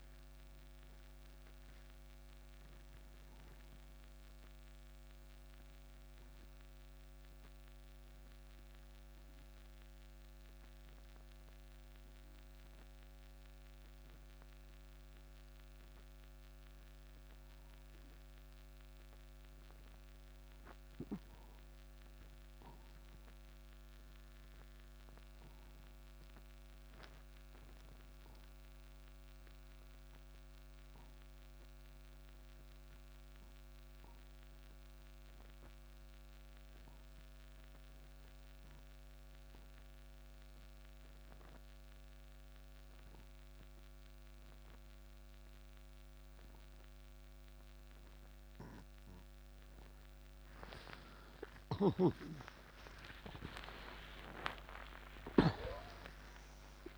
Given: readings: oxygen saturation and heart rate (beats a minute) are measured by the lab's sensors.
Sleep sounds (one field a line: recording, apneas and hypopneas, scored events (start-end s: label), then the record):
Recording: breathing in sleep by a microphone on the trachea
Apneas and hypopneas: 1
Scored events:
0.00-25.00 s: oxygen desaturation (device-marked, oxygen 87% lowest, heart rate 44 extreme)
9.50-49.50 s: obstructive apnea (oxygen 96% before, 76% lowest, heart rate 123 before, 49 extreme)
44.00-56.98 s: oxygen desaturation (device-marked, oxygen 97% before, 76% lowest)
48.00-56.98 s: new sleep stage, awake
From the record:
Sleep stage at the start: N2 (light sleep)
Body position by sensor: on the right side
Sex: male